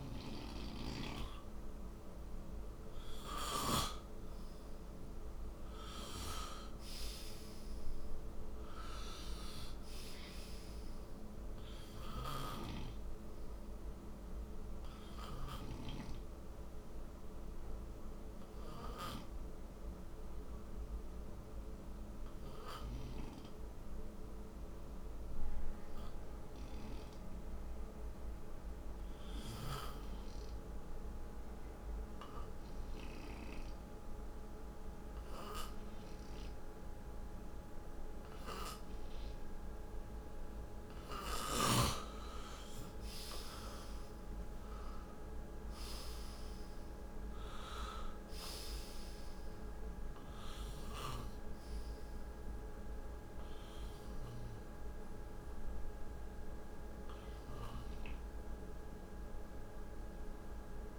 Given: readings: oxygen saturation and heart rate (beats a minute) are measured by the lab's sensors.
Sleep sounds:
breathing in sleep by a room microphone; 1
19.50-38.50 s: hypopnea (oxygen 92% before, 89% lowest, heart rate 64 before, 53 extreme, up 10 after)
42.00-46.50 s: arousal
From the record:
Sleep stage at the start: N2 (light sleep); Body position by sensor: on the right side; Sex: male

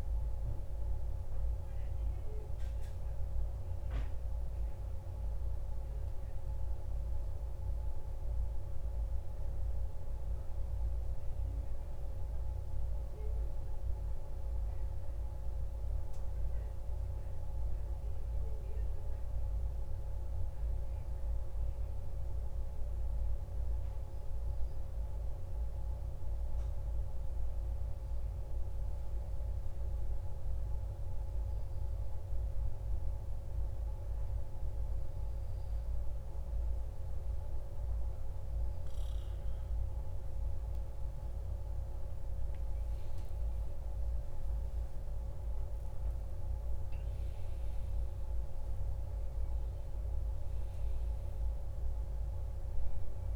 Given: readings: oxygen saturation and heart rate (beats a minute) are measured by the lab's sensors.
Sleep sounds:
breathing in sleep, hard to hear, by a room microphone; none
44.50-49.50 s: arousal
From the record:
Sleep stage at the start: N1 (lightest sleep); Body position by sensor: on the back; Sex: male

